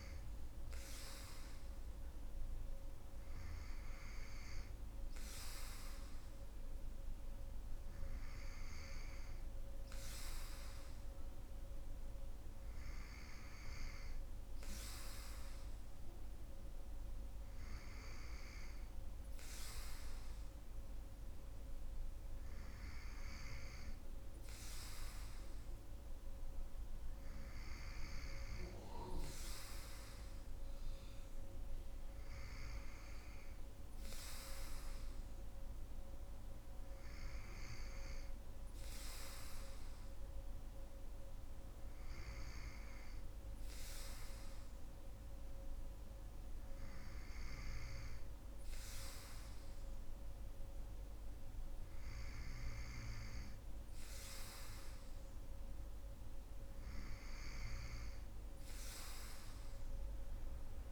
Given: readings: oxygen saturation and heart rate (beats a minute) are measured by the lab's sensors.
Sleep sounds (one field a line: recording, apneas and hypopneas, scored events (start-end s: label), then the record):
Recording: breathing in sleep by a room microphone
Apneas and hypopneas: none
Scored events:
none scored
From the record:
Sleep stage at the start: N2 (light sleep)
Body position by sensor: on the right side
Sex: female